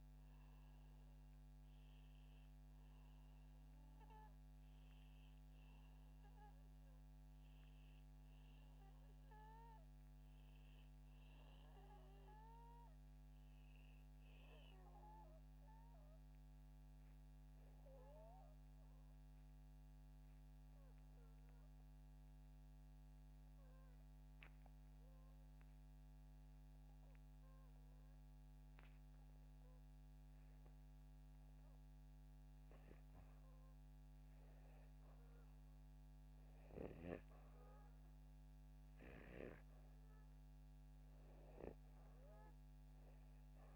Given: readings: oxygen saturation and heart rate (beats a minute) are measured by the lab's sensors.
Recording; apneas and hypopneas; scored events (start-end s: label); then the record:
breathing in sleep by a microphone on the trachea; 1
21.50-34.00 s: obstructive apnea (oxygen 98% before, 93% lowest, heart rate 79 before, 73 extreme, up 3 after)
36.50-40.00 s: arousal
From the record:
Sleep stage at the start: N2 (light sleep); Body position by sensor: upright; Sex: male